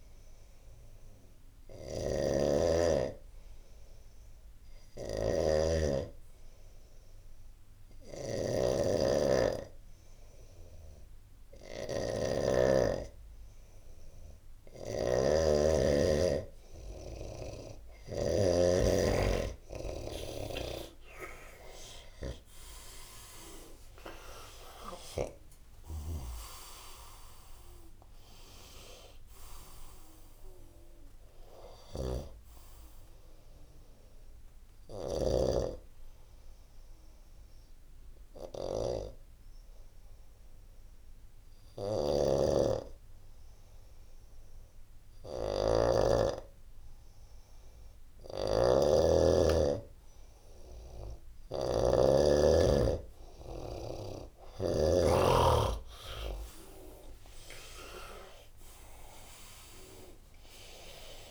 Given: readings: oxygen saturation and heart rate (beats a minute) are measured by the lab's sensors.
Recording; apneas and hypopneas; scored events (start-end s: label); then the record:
breathing in sleep by a room microphone; 1
0.00-18.00 s: snoring (device-marked)
13.50-36.50 s: oxygen desaturation (device-marked, oxygen 98% before, 91% lowest, heart rate 81 before, 68 extreme)
22.50-27.50 s: arousal
31.50-35.00 s: snoring (device-marked)
36.50-49.00 s: hypopnea (oxygen 98% before, 93% lowest, heart rate 80 before, 68 extreme, up 12 after)
41.50-54.50 s: snoring (device-marked)
50.50-54.00 s: arousal
From the record:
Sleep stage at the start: N2 (light sleep); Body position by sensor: on the right side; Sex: male